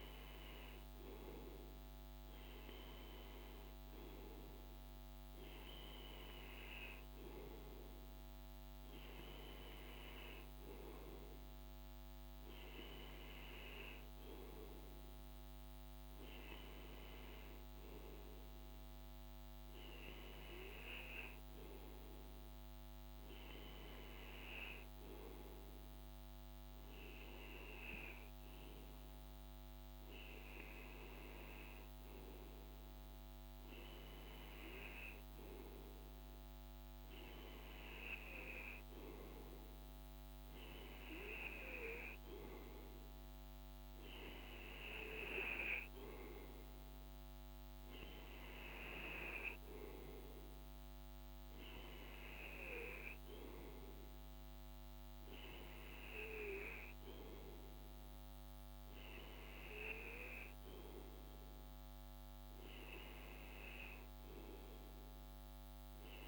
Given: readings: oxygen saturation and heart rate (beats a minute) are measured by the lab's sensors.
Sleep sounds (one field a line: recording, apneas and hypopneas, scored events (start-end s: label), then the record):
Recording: breathing in sleep by a microphone on the trachea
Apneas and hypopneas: none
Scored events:
none scored
From the record:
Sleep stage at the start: N2 (light sleep)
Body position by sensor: on the right side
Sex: male